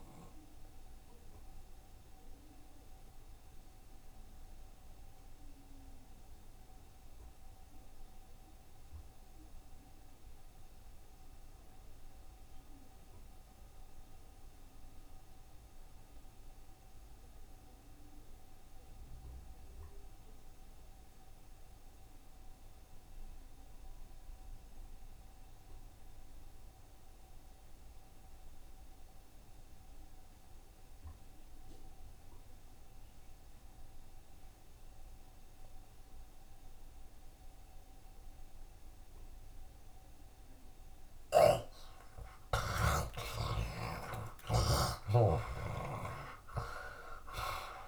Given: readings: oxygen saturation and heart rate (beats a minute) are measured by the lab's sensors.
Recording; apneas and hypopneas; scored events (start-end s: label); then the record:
breathing in sleep by a room microphone; 1
0.00-16.50 s: oxygen desaturation (device-marked, oxygen 65% lowest, heart rate 66 extreme)
1.50-40.50 s: obstructive apnea (oxygen 74% before, 65% lowest, heart rate 75 before, 66 extreme, up 5 after)
21.50-47.88 s: oxygen desaturation (device-marked, oxygen 90% before, 66% lowest, heart rate 69 before, 67 extreme)
41.50-45.50 s: snoring (device-marked)
41.50-46.00 s: arousal
From the record:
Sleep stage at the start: N2 (light sleep); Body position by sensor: on the back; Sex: male